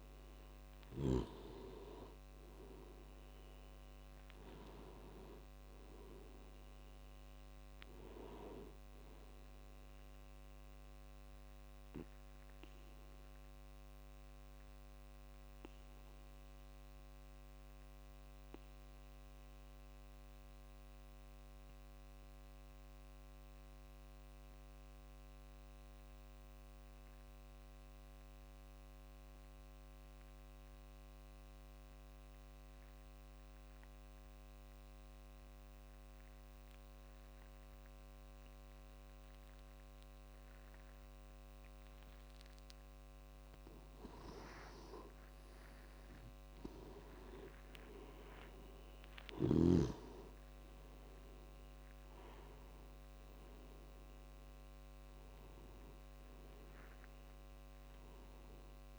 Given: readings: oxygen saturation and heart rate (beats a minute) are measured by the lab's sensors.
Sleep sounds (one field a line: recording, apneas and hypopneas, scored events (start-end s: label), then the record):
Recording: breathing in sleep by a microphone on the trachea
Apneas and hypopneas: 1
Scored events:
0.00-23.00 s: oxygen desaturation (device-marked, oxygen 91% lowest)
12.00-41.00 s: obstructive apnea (oxygen 98% before, 89% lowest)
39.00-58.99 s: oxygen desaturation (device-marked, oxygen 98% before, 89% lowest)
44.50-48.50 s: arousal
From the record:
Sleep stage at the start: N2 (light sleep)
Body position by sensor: on the back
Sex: male